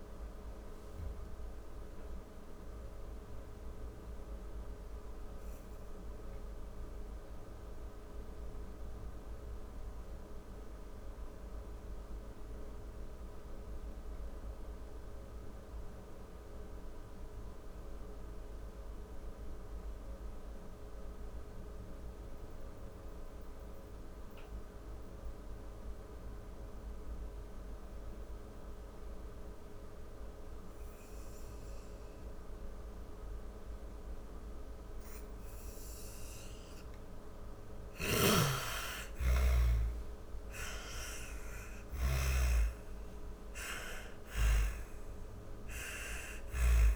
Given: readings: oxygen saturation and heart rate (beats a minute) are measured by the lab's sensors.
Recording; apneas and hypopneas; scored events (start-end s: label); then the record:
breathing in sleep by a room microphone; 1
1.00-33.00 s: obstructive apnea (oxygen 97% before, 84% lowest, heart rate 148 before, 39 extreme, up 55 after)
2.00-10.00 s: oxygen desaturation (device-marked, oxygen 98% before, 84% lowest, heart rate 143 before, 44 extreme)
26.00-46.96 s: oxygen desaturation (device-marked, oxygen 99% before, 84% lowest, heart rate 50 before, 45 extreme)
36.00-45.00 s: snoring (device-marked)
37.00-42.00 s: arousal
From the record:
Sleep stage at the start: N2 (light sleep); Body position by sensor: on the back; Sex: female